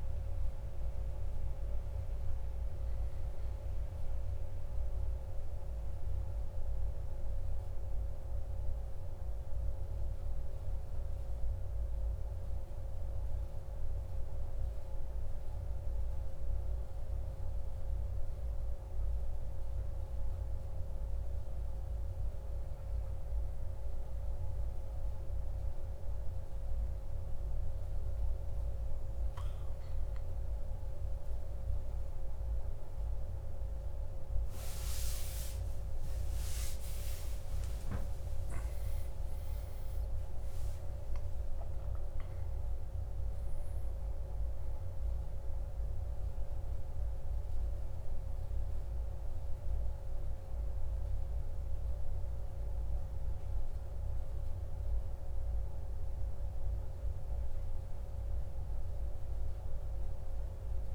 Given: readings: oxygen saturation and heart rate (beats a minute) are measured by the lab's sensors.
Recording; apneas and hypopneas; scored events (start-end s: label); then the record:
a person awake in a sleep study, hard to hear, by a room microphone; 1
0.00-5.00 s: arousal
16.00-29.00 s: hypopnea (oxygen 98% before, 95% lowest, heart rate 56 before, 55 extreme, up 5 after)
29.50-60.95 s: new sleep stage, awake
From the record:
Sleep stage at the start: N1 (lightest sleep); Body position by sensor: on the back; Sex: male